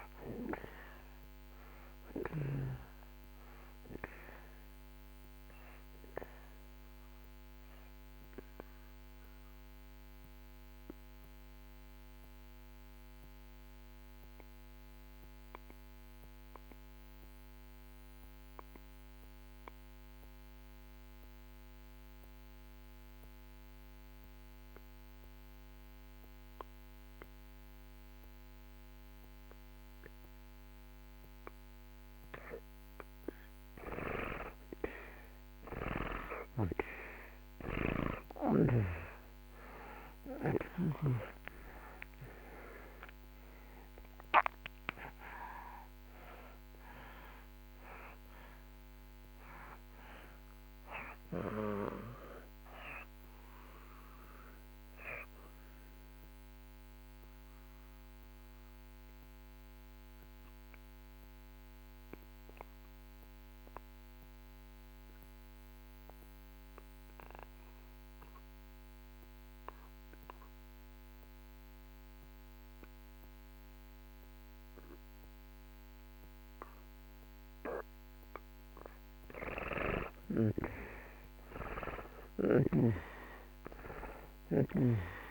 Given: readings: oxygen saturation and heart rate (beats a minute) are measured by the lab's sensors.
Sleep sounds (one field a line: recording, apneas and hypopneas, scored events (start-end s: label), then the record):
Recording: breathing in sleep by a microphone on the trachea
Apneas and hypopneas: 2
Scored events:
0.00-28.00 s: oxygen desaturation (device-marked, oxygen 79% lowest)
7.00-31.00 s: mixed apnea (oxygen 97% before, 74% lowest)
35.00-40.50 s: arousal
35.00-73.00 s: oxygen desaturation (device-marked, oxygen 97% before, 74% lowest)
55.50-77.50 s: mixed apnea (oxygen 97% before, 74% lowest)
79.50-84.50 s: arousal
81.50-85.31 s: snoring (device-marked)
From the record:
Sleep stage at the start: N2 (light sleep)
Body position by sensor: on the back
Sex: male